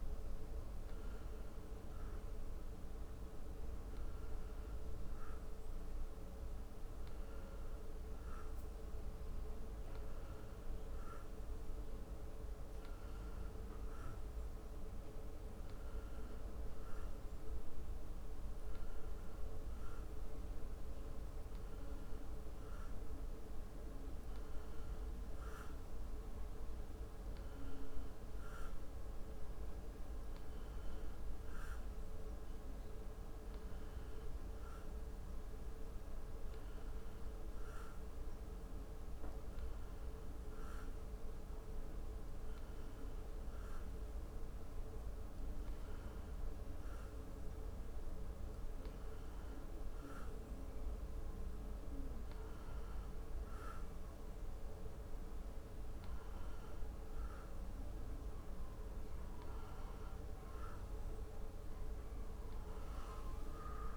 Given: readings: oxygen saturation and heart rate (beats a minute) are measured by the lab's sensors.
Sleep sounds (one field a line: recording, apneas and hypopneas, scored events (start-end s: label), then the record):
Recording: breathing in sleep, hard to hear, by a room microphone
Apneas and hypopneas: none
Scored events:
none scored
From the record:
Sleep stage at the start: N2 (light sleep)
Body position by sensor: on the back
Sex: male